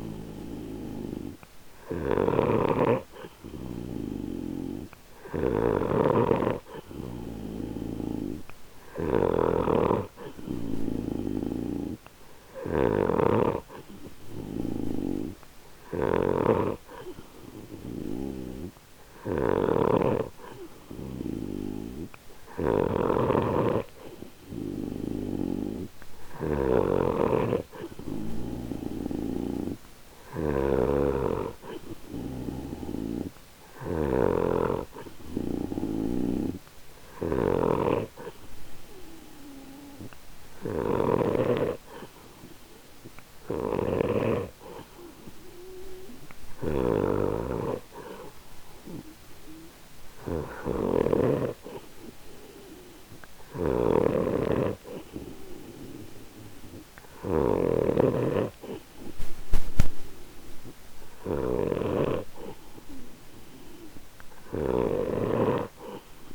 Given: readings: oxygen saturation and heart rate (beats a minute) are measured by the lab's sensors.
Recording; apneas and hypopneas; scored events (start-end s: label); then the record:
breathing in sleep by a microphone on the trachea; none
0.00-66.35 s: snoring (device-marked)
From the record:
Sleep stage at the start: N3 (deep sleep); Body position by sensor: on the right side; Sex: male